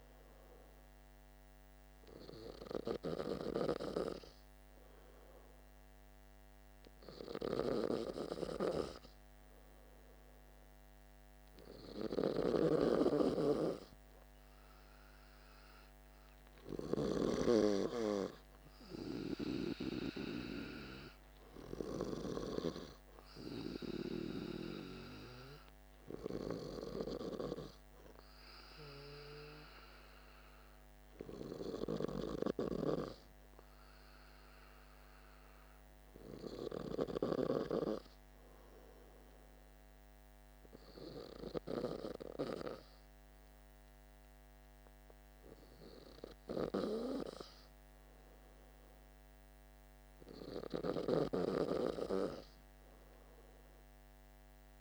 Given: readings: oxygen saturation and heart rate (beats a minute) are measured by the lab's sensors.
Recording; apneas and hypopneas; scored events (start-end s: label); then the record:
breathing in sleep by a microphone on the trachea; none
12.00-17.00 s: snoring (device-marked)
From the record:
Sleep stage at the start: N2 (light sleep); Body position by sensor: on the back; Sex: male